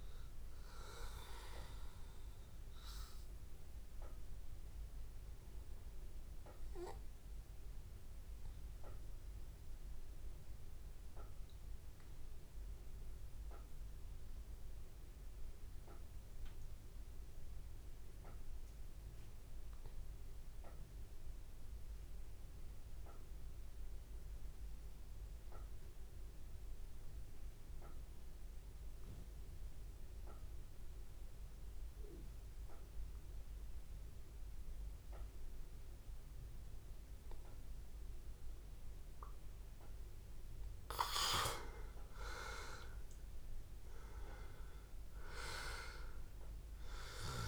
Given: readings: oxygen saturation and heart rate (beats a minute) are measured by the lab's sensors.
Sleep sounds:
breathing in sleep by a room microphone; 1
0.00-18.50 s: oxygen desaturation (device-marked, oxygen 92% lowest, heart rate 82 extreme)
8.50-38.50 s: obstructive apnea (oxygen 97% before, 91% lowest, heart rate 84 before, 83 extreme, up 1 after)
31.50-47.48 s: oxygen desaturation (device-marked, oxygen 98% before, 91% lowest, heart rate 83 before, 81 extreme)
41.00-45.00 s: arousal
From the record:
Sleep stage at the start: N2 (light sleep); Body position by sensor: on the back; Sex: male

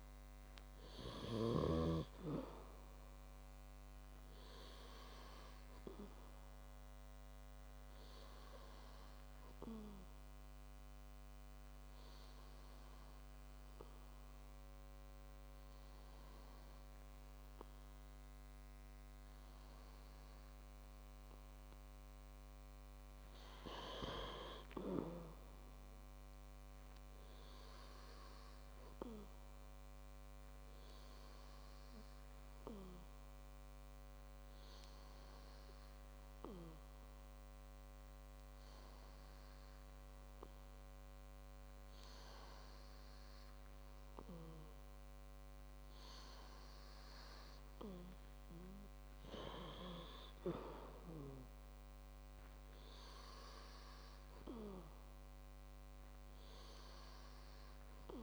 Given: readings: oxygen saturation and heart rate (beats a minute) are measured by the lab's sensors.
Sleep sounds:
breathing in sleep by a microphone on the trachea; 2
8.50-19.50 s: hypopnea (oxygen 97% before, 95% lowest, heart rate 139 before, 78 extreme, up 51 after)
21.50-24.50 s: arousal
36.00-48.00 s: hypopnea (oxygen 98% before, 94% lowest, heart rate 113 before, 56 extreme)
50.00-53.50 s: arousal
From the record:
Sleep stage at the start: N2 (light sleep); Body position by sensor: on the back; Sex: male

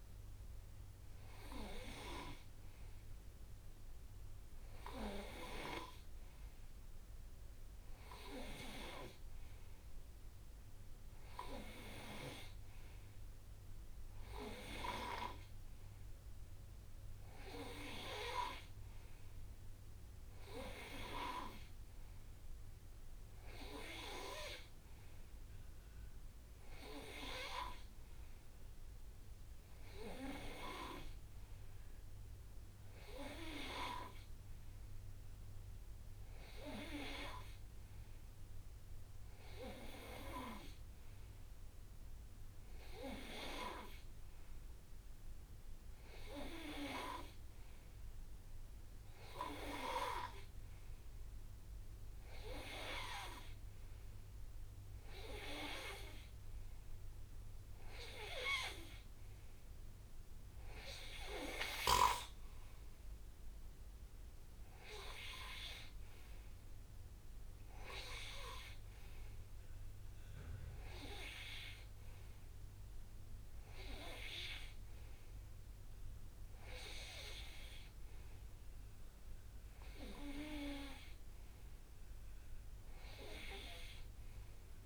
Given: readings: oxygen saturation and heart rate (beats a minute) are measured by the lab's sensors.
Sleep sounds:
breathing in sleep by a room microphone; none
none scored
From the record:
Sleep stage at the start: N2 (light sleep); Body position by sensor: on the right side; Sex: male

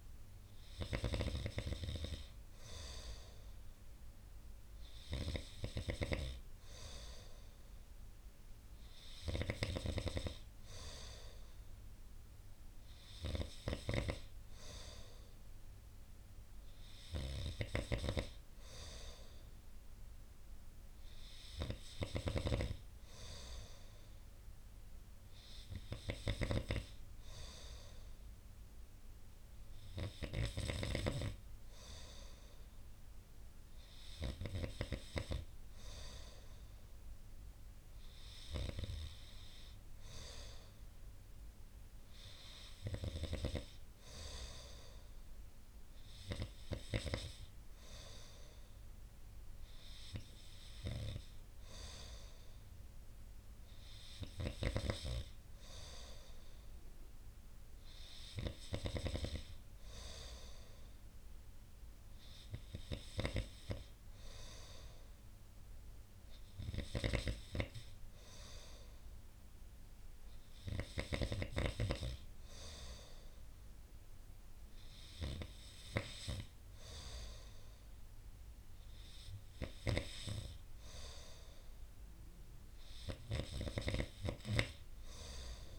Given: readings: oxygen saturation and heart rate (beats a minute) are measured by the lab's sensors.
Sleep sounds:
breathing in sleep by a room microphone; none
none scored
From the record:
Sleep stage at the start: N2 (light sleep); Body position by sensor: on the right side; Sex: male

